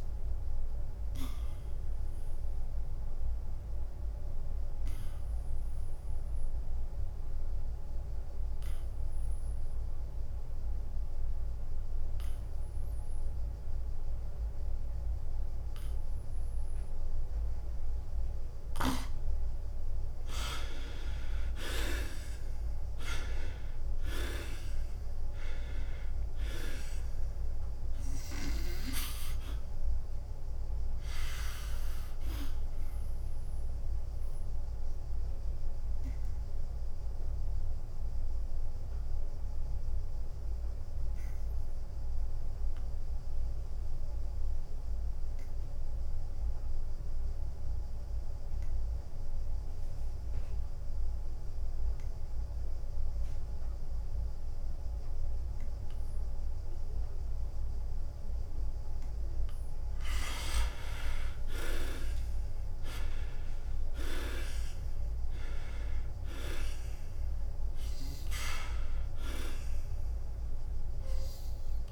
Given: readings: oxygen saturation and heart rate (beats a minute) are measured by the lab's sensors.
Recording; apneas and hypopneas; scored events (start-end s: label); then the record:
breathing in sleep by a room microphone; 2
0.00-5.50 s: oxygen desaturation (device-marked, oxygen 82% lowest, heart rate 83 extreme)
2.50-20.00 s: obstructive apnea (oxygen 91% before, 80% lowest, heart rate 92 before, 83 extreme, up 8 after)
18.50-51.50 s: oxygen desaturation (device-marked, oxygen 97% before, 80% lowest, heart rate 87 before, 83 extreme)
20.50-35.50 s: drop in pulse transit time (device-marked, heart rate 86 before, 87 extreme)
22.00-27.00 s: arousal
35.00-60.00 s: obstructive apnea (oxygen 97% before, 80% lowest, heart rate 89 before, 83 extreme, up 8 after)
59.50-71.92 s: drop in pulse transit time (device-marked, heart rate 88 before, 87 extreme)
62.00-66.50 s: arousal
From the record:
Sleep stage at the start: N2 (light sleep); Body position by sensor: on the back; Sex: male